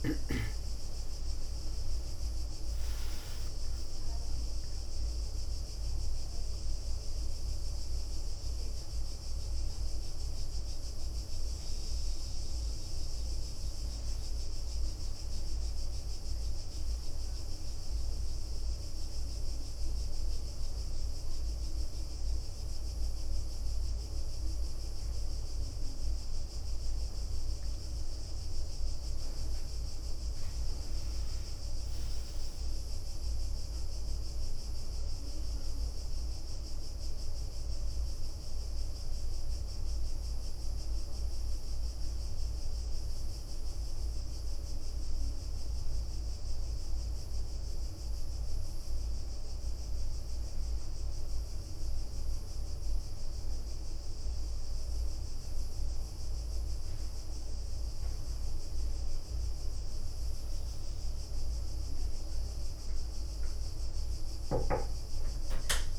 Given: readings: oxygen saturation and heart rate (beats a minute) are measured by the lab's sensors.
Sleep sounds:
breathing in sleep, hard to hear, by a room microphone; 1
0.00-18.00 s: oxygen desaturation (device-marked, oxygen 92% lowest, heart rate 68 extreme)
2.50-6.00 s: leg movement (device-marked)
8.00-14.00 s: leg movement (device-marked)
24.50-26.50 s: leg movement (device-marked)
26.00-29.00 s: arousal
28.50-33.00 s: leg movement (device-marked)
43.50-55.50 s: hypopnea (oxygen 99% before, 94% lowest, heart rate 71 before, 65 extreme, up 4 after)
61.00-65.99 s: new sleep stage, awake
61.00-65.99 s: oxygen desaturation (device-marked, oxygen 98% before, 94% lowest, heart rate 68 before, 65 extreme)
From the record:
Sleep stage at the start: N1 (lightest sleep); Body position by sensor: on the back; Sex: female

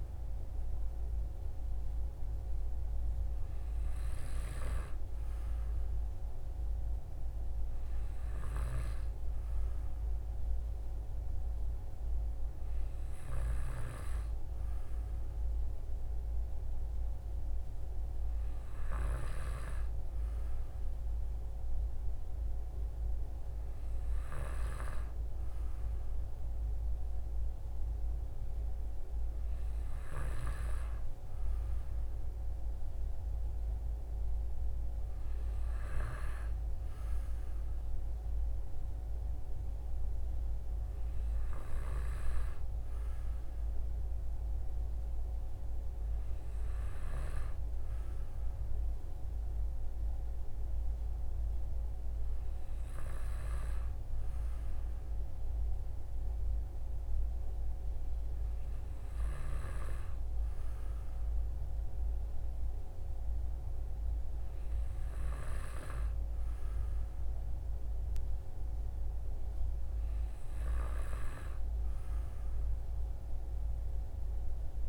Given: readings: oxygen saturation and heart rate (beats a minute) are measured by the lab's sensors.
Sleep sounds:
breathing in sleep by a room microphone; none
none scored
From the record:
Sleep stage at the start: N2 (light sleep); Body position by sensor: on the back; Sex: male

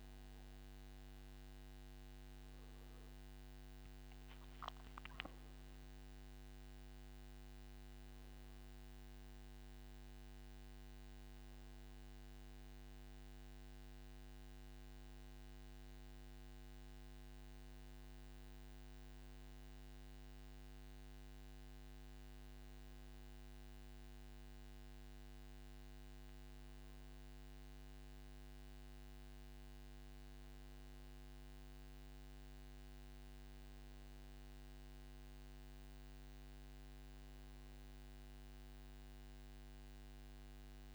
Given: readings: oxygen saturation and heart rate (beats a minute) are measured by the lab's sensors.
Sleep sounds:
breathing in sleep, hard to hear, by a microphone on the trachea; none
none scored
From the record:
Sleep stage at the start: N2 (light sleep); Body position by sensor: on the back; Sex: male

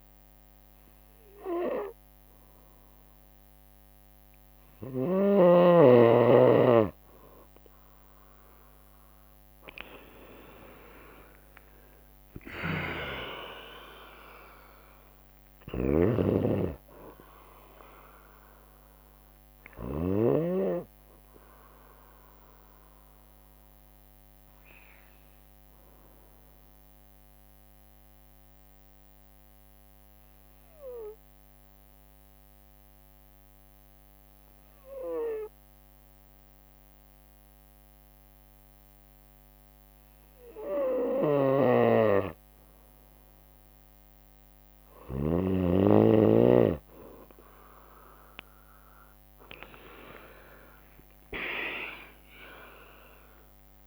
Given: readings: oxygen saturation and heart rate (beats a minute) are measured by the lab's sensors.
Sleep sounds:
breathing in sleep by a microphone on the trachea; 1
2.50-8.50 s: bradycardia (device-marked, heart rate 62 before, 58 extreme)
10.50-14.50 s: arousal
11.50-23.50 s: drop in pulse transit time (device-marked, heart rate 60 before, 62 extreme)
12.00-14.00 s: long interval between heartbeats (device-marked, heart rate 60 before, 70 extreme)
12.00-20.00 s: snoring (device-marked)
19.00-42.00 s: obstructive apnea (oxygen 95% before, 91% lowest, heart rate 67 before, 57 extreme, up 9 after)
20.50-29.50 s: bradycardia (device-marked, heart rate 62 before, 58 extreme)
34.50-46.50 s: bradycardia (device-marked, heart rate 62 before, 58 extreme)
40.50-45.00 s: snoring (device-marked)
48.00-51.50 s: arousal
48.50-53.87 s: drop in pulse transit time (device-marked, heart rate 59 before, 57 extreme)
49.50-51.50 s: long interval between heartbeats (device-marked, heart rate 59 before, 68 extreme)
50.50-53.87 s: oxygen desaturation (device-marked, oxygen 98% before, 92% lowest, heart rate 59 before, 56 extreme)
From the record:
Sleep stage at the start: N2 (light sleep); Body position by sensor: on the right side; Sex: female

